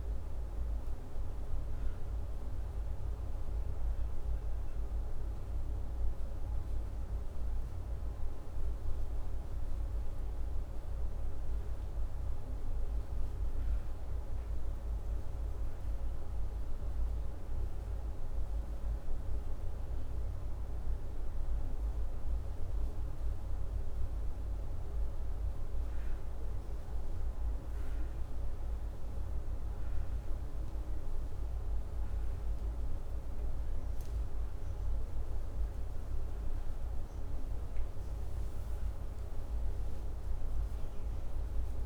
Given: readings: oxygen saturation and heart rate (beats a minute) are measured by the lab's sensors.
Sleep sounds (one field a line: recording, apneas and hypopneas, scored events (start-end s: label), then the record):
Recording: a person awake in a sleep study, hard to hear, by a room microphone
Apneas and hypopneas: none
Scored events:
11.50-41.85 s: new sleep stage, awake
From the record:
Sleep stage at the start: N2 (light sleep)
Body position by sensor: upright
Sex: male